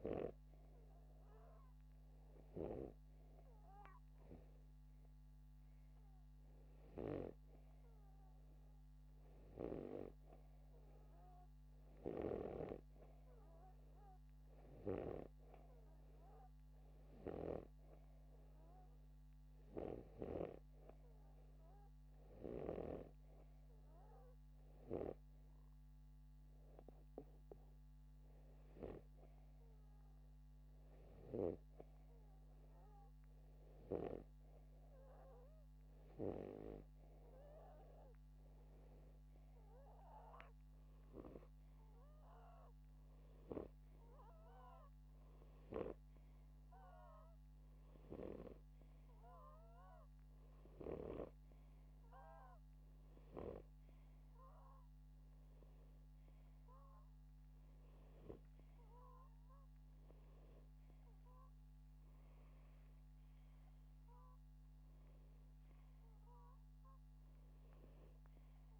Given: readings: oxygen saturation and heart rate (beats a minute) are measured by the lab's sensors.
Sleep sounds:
breathing in sleep by a microphone on the trachea; none
58.50-62.00 s: arousal
From the record:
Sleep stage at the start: N2 (light sleep); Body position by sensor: upright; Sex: male

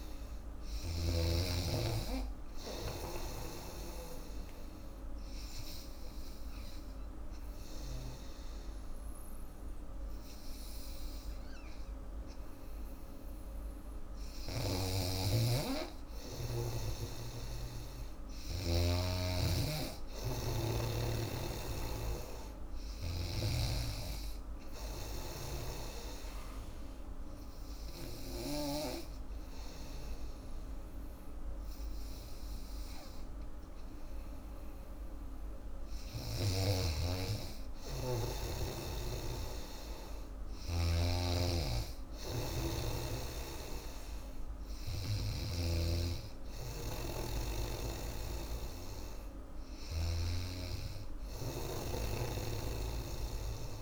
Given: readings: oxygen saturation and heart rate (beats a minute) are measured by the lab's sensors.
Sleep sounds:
breathing in sleep by a room microphone; 2
0.00-1.00 s: snoring (device-marked)
0.00-1.50 s: arousal
4.00-15.00 s: obstructive apnea (oxygen 98% before, 94% lowest, heart rate 84 before, 79 extreme, up 5 after)
17.50-20.50 s: arousal
21.00-31.00 s: oxygen desaturation (device-marked, oxygen 97% before, 94% lowest, heart rate 81 before, 81 extreme)
21.50-28.50 s: snoring (device-marked)
24.00-36.50 s: hypopnea (oxygen 98% before, 93% lowest, heart rate 81 before, 81 extreme, up 2 after)
38.50-41.50 s: arousal
41.00-45.00 s: snoring (device-marked)
From the record:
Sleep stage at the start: N3 (deep sleep); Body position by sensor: on the back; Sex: female

